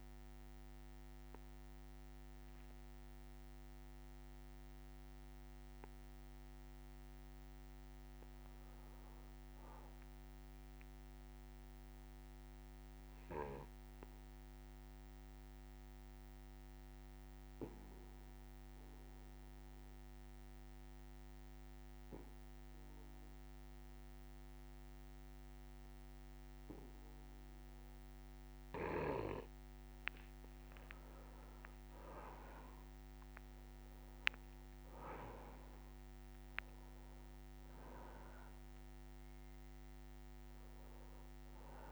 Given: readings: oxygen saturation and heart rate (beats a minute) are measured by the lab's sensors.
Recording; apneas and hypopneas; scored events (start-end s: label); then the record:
breathing in sleep by a microphone on the trachea; 1
8.50-11.50 s: arousal
13.50-28.50 s: obstructive apnea (oxygen 98% before, 91% lowest, heart rate 62 before, 60 extreme, up 23 after)
30.50-33.50 s: arousal
32.00-34.00 s: long interval between heartbeats (device-marked, heart rate 61 before, 72 extreme)
32.50-41.92 s: oxygen desaturation (device-marked, oxygen 96% before, 91% lowest, heart rate 62 before, 63 extreme)
35.00-37.00 s: long interval between heartbeats (device-marked, heart rate 63 before, 83 extreme)
From the record:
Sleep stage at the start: N2 (light sleep); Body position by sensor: on the back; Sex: male